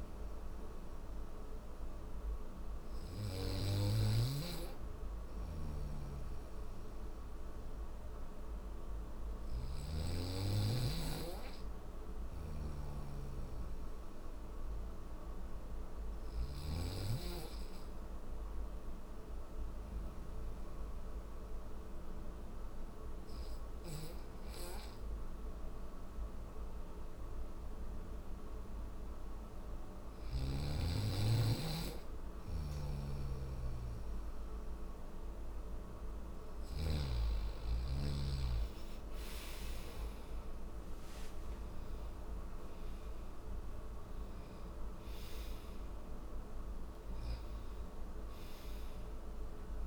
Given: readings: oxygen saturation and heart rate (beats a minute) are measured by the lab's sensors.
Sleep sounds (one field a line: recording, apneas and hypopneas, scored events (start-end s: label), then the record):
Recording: breathing in sleep by a room microphone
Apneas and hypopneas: none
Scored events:
2.50-15.50 s: snoring (device-marked)
2.50-49.87 s: new sleep stage, N3 (deep sleep)
31.50-36.00 s: snoring (device-marked)
From the record:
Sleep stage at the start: N1 (lightest sleep)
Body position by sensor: on the back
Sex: male